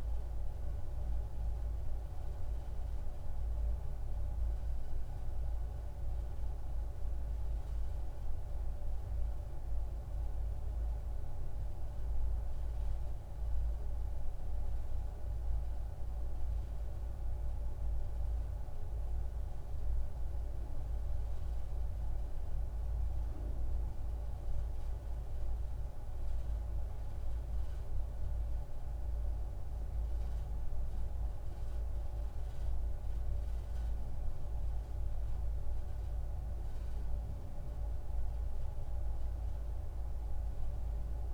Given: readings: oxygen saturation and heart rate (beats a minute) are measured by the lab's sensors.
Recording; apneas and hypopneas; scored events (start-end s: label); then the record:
a person awake in a sleep study, hard to hear, by a room microphone; none
none scored
From the record:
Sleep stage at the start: awake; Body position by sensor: on the back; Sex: male